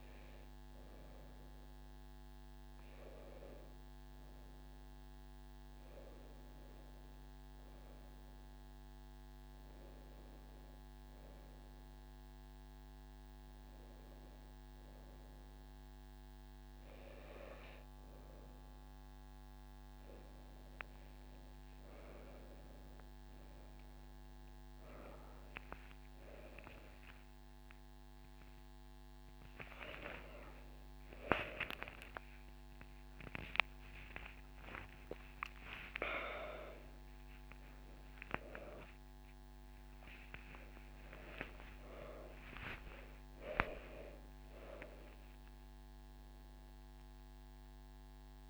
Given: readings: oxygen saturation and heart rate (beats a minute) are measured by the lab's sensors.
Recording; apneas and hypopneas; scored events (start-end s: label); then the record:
a person awake in a sleep study, by a microphone on the trachea; none
0.00-10.50 s: tachycardia (device-marked)
19.50-48.50 s: new sleep stage, awake
25.50-34.50 s: drop in pulse transit time (device-marked)
27.00-29.00 s: long interval between heartbeats (device-marked)
30.00-32.00 s: long interval between heartbeats (device-marked, heart rate 50 before, 42 extreme)
32.00-34.00 s: long interval between heartbeats (device-marked)
36.00-38.00 s: long interval between heartbeats (device-marked)
40.50-42.50 s: long interval between heartbeats (device-marked)
46.50-48.50 s: drop in pulse transit time (device-marked)
From the record:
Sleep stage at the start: N2 (light sleep); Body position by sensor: on the right side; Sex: female